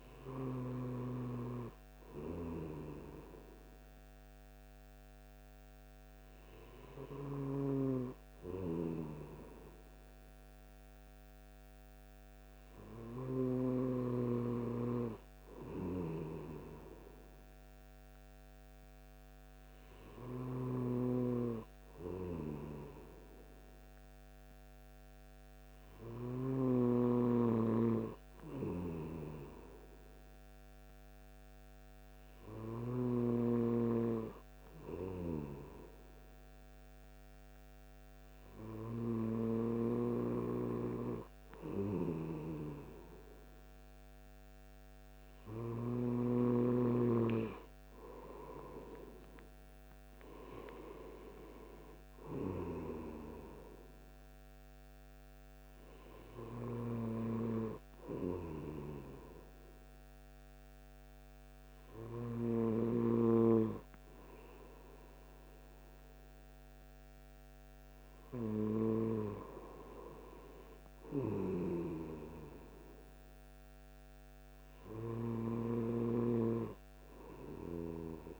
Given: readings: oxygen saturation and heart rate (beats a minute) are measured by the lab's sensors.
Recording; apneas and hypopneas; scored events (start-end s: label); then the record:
breathing in sleep by a microphone on the trachea; none
none scored
From the record:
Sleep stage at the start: N2 (light sleep); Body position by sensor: on the right side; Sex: male